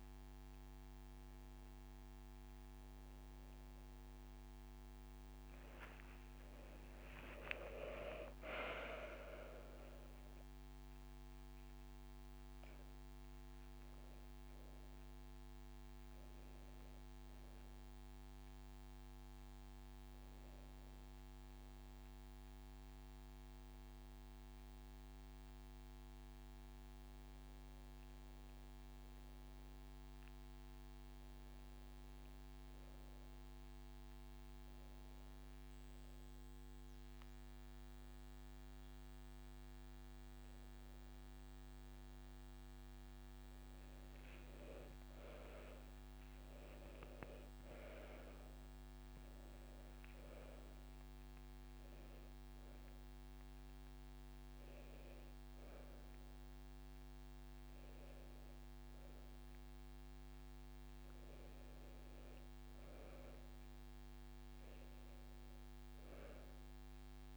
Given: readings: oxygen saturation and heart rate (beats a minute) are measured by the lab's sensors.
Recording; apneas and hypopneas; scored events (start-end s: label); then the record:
breathing in sleep, hard to hear, by a microphone on the trachea; 1
4.50-8.00 s: arousal
7.00-19.00 s: drop in pulse transit time (device-marked, heart rate 54 before, 47 extreme)
11.50-13.50 s: long interval between heartbeats (device-marked, heart rate 56 before, 80 extreme)
21.00-23.00 s: long interval between heartbeats (device-marked, heart rate 61 before, 69 extreme)
24.50-26.50 s: long interval between heartbeats (device-marked, heart rate 64 before, 59 extreme)
33.00-44.00 s: hypopnea (oxygen 98% before, 93% lowest, heart rate 63 before, 45 extreme, up 28 after)
33.50-35.50 s: long interval between heartbeats (device-marked, heart rate 63 before, 74 extreme)
45.50-48.50 s: arousal
46.00-48.00 s: long interval between heartbeats (device-marked, heart rate 60 before, 73 extreme)
46.00-56.00 s: drop in pulse transit time (device-marked, heart rate 60 before, 47 extreme)
51.00-53.00 s: long interval between heartbeats (device-marked, heart rate 62 before, 50 extreme)
61.00-63.00 s: long interval between heartbeats (device-marked, heart rate 64 before, 71 extreme)
From the record:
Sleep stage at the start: N1 (lightest sleep); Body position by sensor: on the back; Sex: female